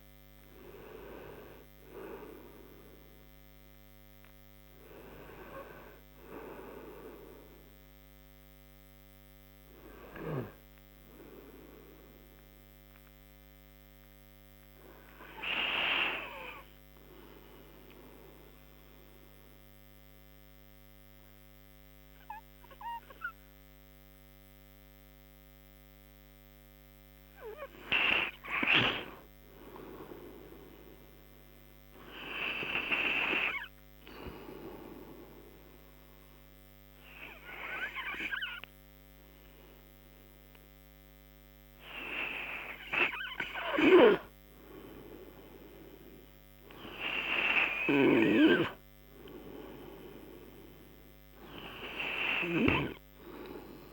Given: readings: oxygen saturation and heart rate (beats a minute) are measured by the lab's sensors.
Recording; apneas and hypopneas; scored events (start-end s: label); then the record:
breathing in sleep by a microphone on the trachea; 2
0.50-17.50 s: oxygen desaturation (device-marked, oxygen 85% before, 80% lowest)
2.50-53.93 s: new sleep stage, N2 (light sleep)
18.50-29.00 s: mixed apnea (oxygen 88% before, 93% lowest)
30.50-33.00 s: arousal
35.50-46.00 s: obstructive apnea (oxygen 99% before, 93% lowest)
39.50-48.50 s: oxygen desaturation (device-marked, oxygen 99% before, 94% lowest)
48.50-52.50 s: arousal
From the record:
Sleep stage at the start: REM sleep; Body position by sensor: on the right side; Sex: male